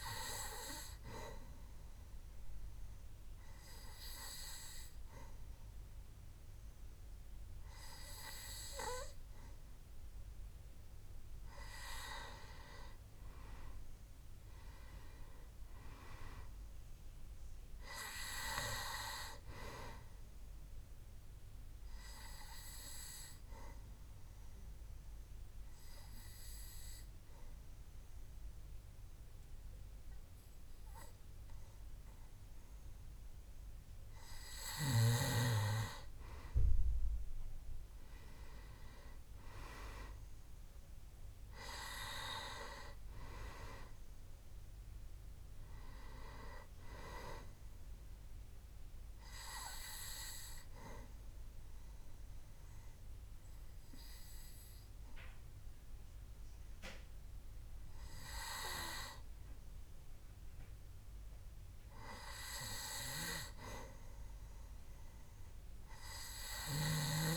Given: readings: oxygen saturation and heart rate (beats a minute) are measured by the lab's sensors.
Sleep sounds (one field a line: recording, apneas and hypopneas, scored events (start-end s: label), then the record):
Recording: breathing in sleep by a room microphone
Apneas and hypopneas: 3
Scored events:
1.50-12.50 s: obstructive apnea (oxygen 98% before, 92% lowest, heart rate 63 before, 65 extreme, up 5 after)
14.00-17.50 s: arousal
22.00-36.00 s: obstructive apnea (oxygen 98% before, 91% lowest, heart rate 66 before, 64 extreme, up 5 after)
38.00-41.50 s: arousal
45.50-63.50 s: oxygen desaturation (device-marked, oxygen 97% before, 92% lowest, heart rate 68 before, 64 extreme)
49.00-60.00 s: obstructive apnea (oxygen 97% before, 91% lowest, heart rate 69 before, 64 extreme, up 4 after)
63.00-66.50 s: arousal
From the record:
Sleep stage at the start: N2 (light sleep)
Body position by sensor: on the back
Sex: male